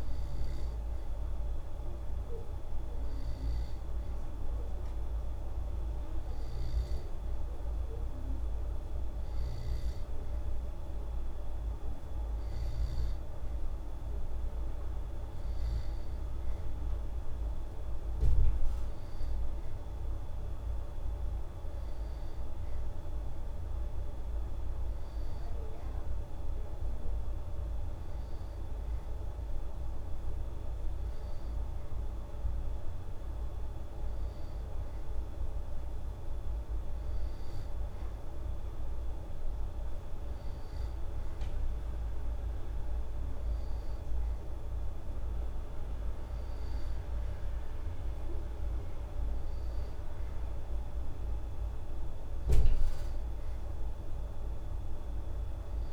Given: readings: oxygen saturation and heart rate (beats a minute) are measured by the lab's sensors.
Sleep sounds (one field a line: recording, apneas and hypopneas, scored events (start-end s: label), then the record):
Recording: breathing in sleep, hard to hear, by a room microphone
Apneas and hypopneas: none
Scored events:
none scored
From the record:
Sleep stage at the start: N2 (light sleep)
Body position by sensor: on the back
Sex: female